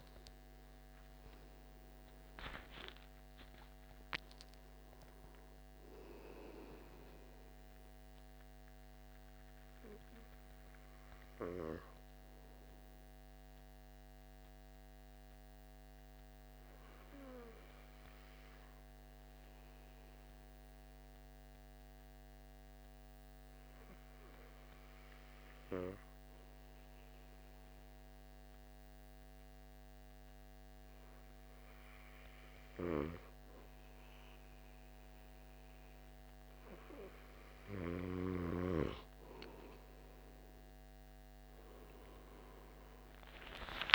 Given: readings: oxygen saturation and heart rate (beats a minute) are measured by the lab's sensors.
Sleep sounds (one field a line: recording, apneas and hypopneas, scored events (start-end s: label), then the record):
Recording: breathing in sleep by a microphone on the trachea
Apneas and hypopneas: 1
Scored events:
0.00-4.50 s: arousal
13.00-37.00 s: obstructive apnea (oxygen 97% before, 93% lowest, heart rate 94 before, 65 extreme, up 12 after)
42.50-43.94 s: arousal
From the record:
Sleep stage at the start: N2 (light sleep)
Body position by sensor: on the back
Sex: male